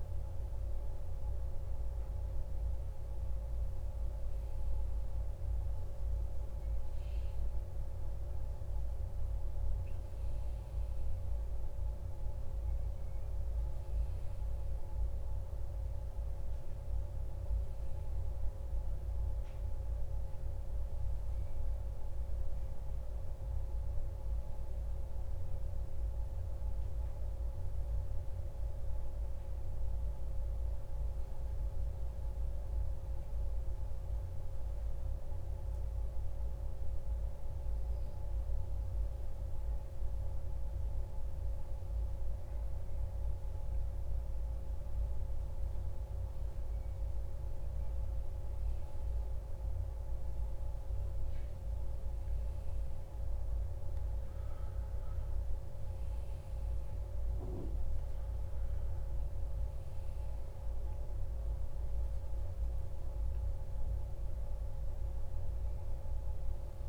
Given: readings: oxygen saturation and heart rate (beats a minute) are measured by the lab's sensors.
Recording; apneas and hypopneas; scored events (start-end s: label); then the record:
a person awake in a sleep study, hard to hear, by a room microphone; none
none scored
From the record:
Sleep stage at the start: awake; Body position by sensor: on the back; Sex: male